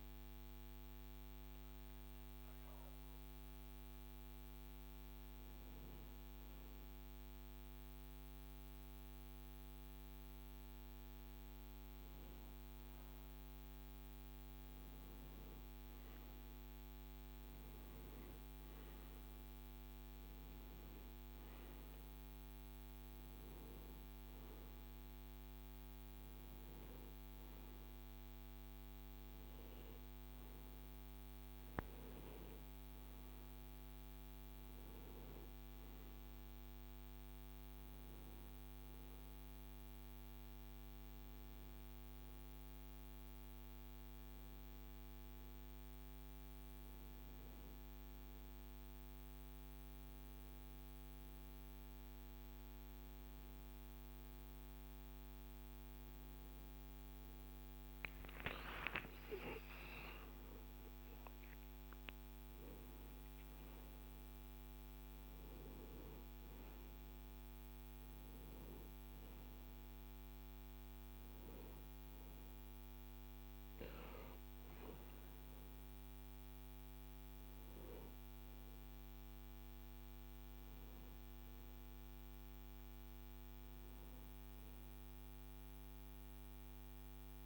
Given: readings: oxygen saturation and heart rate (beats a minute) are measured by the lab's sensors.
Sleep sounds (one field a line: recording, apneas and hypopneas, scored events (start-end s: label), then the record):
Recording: breathing in sleep, hard to hear, by a microphone on the trachea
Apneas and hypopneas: none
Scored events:
57.50-62.00 s: arousal
From the record:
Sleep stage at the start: N1 (lightest sleep)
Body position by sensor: on the right side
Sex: male